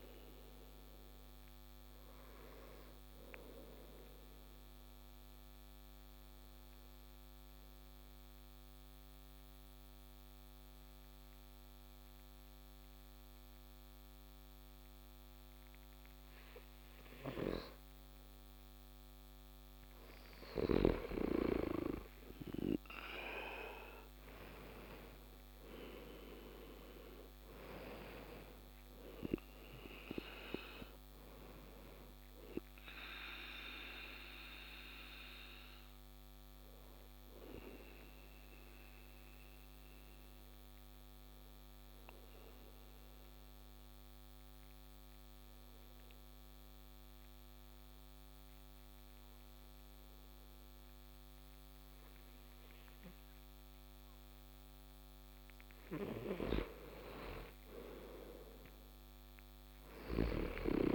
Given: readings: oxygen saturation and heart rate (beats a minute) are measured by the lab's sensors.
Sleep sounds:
breathing in sleep by a microphone on the trachea; 2
3.50-16.50 s: mixed apnea (oxygen 97% before, 92% lowest)
22.50-26.00 s: arousal
28.50-50.50 s: oxygen desaturation (device-marked, oxygen 97% before, 92% lowest)
34.50-55.00 s: mixed apnea (oxygen 97% before, 92% lowest)
58.50-60.95 s: arousal
From the record:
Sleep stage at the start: N2 (light sleep); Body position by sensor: on the back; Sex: male

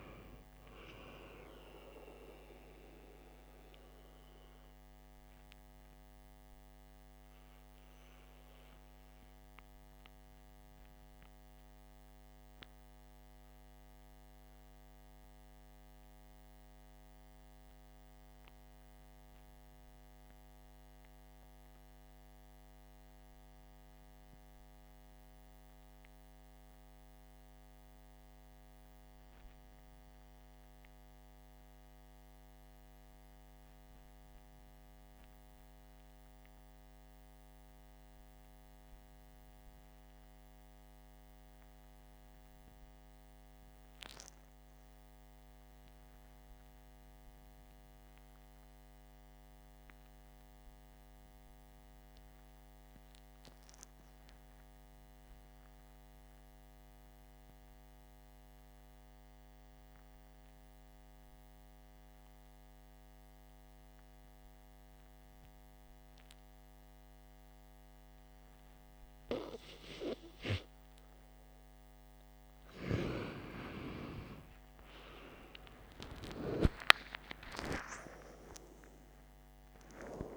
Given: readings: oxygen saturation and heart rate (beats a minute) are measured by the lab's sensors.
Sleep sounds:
breathing in sleep by a microphone on the trachea; 1
5.00-70.50 s: obstructive apnea (oxygen 97% before, 85% lowest, heart rate 58 before, 47 extreme, up 27 after)
10.50-25.50 s: oxygen desaturation (device-marked, oxygen 95% before, 88% lowest, heart rate 57 before, 47 extreme)
66.50-80.37 s: oxygen desaturation (device-marked, oxygen 97% before, 85% lowest, heart rate 52 before, 54 extreme)
76.00-80.00 s: arousal
From the record:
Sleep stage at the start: REM sleep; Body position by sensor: on the back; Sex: male

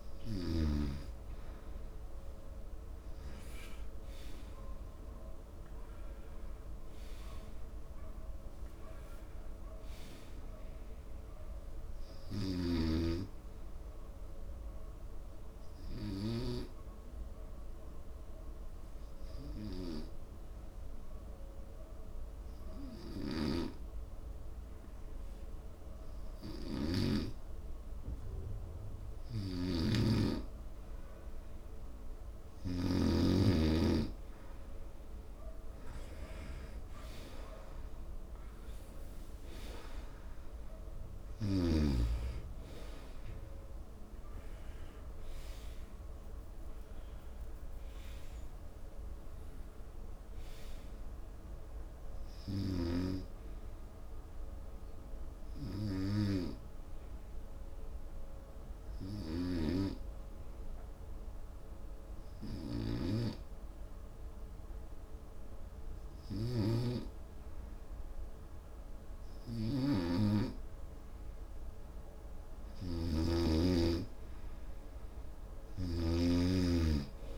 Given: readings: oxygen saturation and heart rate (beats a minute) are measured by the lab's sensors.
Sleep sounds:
breathing in sleep by a room microphone; 2
14.00-29.00 s: obstructive apnea (oxygen 95% before, 90% lowest, heart rate 79 before, 68 extreme, up 3 after)
30.00-33.50 s: snoring (device-marked)
31.50-35.00 s: arousal
45.50-47.50 s: long interval between heartbeats (device-marked, heart rate 73 before, 87 extreme)
45.50-49.00 s: arousal
51.50-73.50 s: oxygen desaturation (device-marked, oxygen 95% before, 90% lowest, heart rate 78 before, 72 extreme)
55.50-72.50 s: obstructive apnea (oxygen 96% before, 90% lowest, heart rate 81 before, 72 extreme, up 4 after)
70.00-76.50 s: snoring (device-marked)
From the record:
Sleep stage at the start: N2 (light sleep); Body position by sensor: on the right side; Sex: male

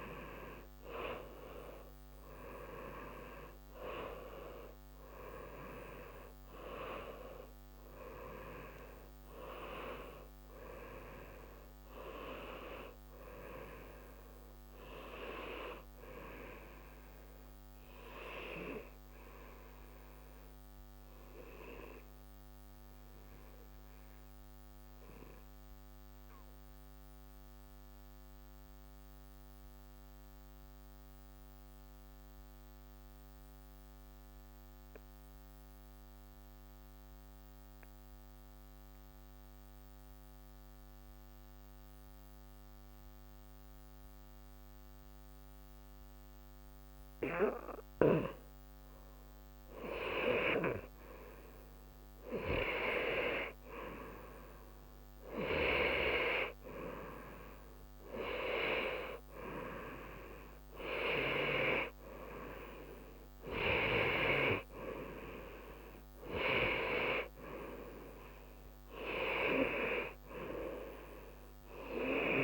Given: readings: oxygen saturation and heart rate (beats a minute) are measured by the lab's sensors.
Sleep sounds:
breathing in sleep by a microphone on the trachea; 1
14.00-17.50 s: arousal
18.50-33.50 s: oxygen desaturation (device-marked, oxygen 91% before, 88% lowest, heart rate 61 before, 61 extreme)
20.00-47.50 s: obstructive apnea (oxygen 94% before, 87% lowest, heart rate 61 before, 61 extreme, up 0 after)
53.50-57.50 s: arousal
55.50-72.44 s: oxygen desaturation (device-marked, oxygen 95% before, 87% lowest, heart rate 62 before, 60 extreme)
From the record:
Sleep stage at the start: N2 (light sleep); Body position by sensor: on the right side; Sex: male

